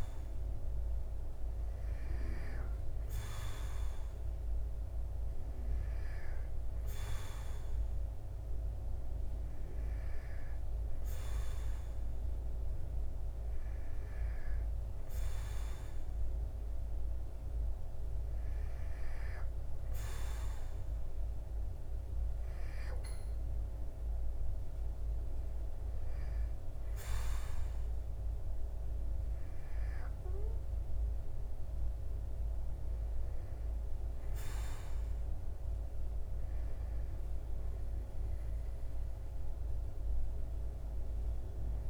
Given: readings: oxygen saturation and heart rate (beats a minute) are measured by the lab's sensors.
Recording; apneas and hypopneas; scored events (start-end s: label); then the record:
breathing in sleep, hard to hear, by a room microphone; none
none scored
From the record:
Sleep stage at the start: N2 (light sleep); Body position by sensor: on the back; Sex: male